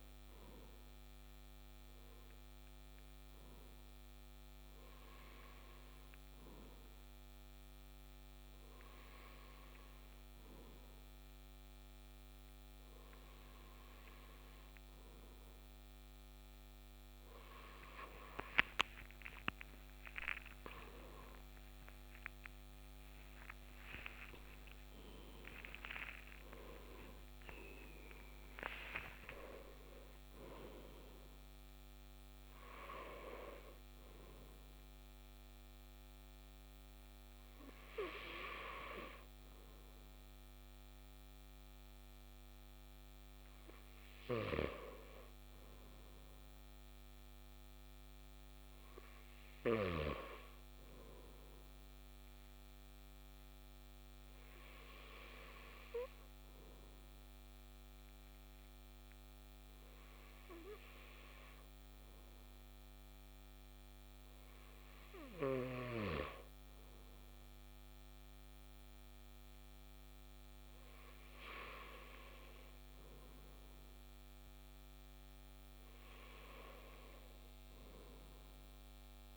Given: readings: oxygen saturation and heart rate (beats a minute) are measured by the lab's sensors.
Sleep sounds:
breathing in sleep by a microphone on the trachea; none
18.50-26.00 s: arousal
19.50-26.50 s: tachycardia (device-marked, heart rate 57 before, 115 extreme)
From the record:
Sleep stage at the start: N2 (light sleep); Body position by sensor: on the back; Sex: male

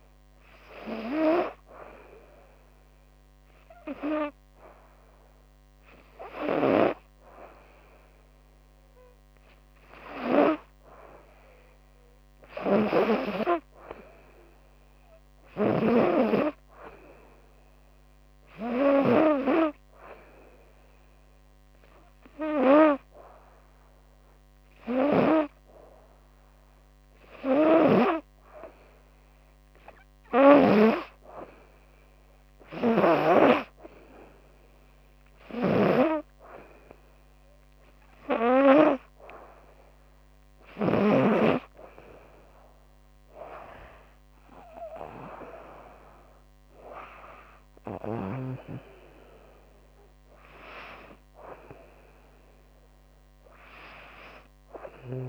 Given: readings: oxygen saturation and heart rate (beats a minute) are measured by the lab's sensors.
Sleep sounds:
breathing in sleep by a microphone on the trachea; none
6.00-25.00 s: snoring (device-marked)
27.00-30.50 s: snoring (device-marked)
35.00-40.50 s: snoring (device-marked)
From the record:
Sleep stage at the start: N2 (light sleep); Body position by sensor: on the right side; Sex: female

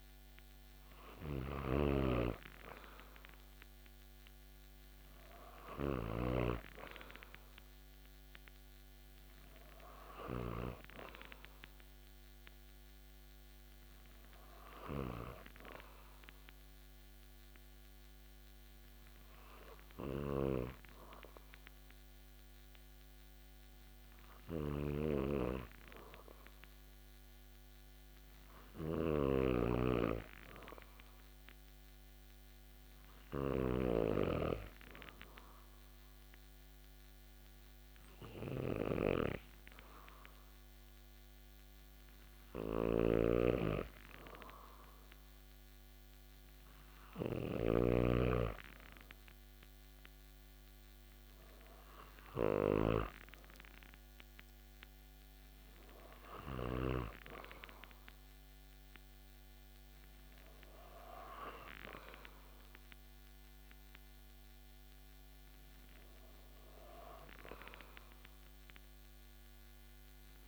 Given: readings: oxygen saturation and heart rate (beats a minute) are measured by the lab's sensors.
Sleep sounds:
breathing in sleep by a microphone on the trachea; 1
0.00-2.00 s: arousal
0.00-8.00 s: oxygen desaturation (device-marked, oxygen 94% lowest)
1.50-6.50 s: snoring (device-marked)
17.00-28.50 s: hypopnea (oxygen 96% before, 93% lowest)
20.00-57.00 s: snoring (device-marked)
31.50-35.50 s: arousal
42.00-54.00 s: oxygen desaturation (device-marked, oxygen 96% before, 93% lowest)
From the record:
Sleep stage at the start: N2 (light sleep); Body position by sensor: on the back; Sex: male

